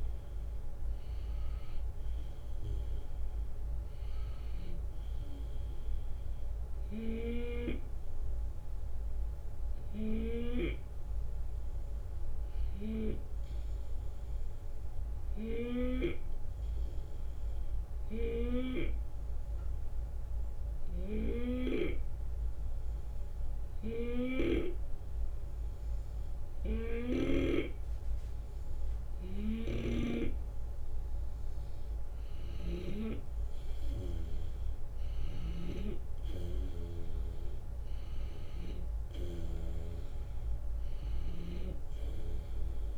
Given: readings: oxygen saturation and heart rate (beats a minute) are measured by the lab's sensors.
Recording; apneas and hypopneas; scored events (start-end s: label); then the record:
breathing in sleep by a room microphone; 1
0.00-4.00 s: drop in pulse transit time (device-marked, heart rate 76 extreme)
9.00-28.50 s: hypopnea (oxygen 93% before, 90% lowest, heart rate 76 before, 72 extreme, up 5 after)
20.50-41.50 s: snoring (device-marked)
31.50-37.00 s: arousal
From the record:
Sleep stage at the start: N2 (light sleep); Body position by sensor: on the left side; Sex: male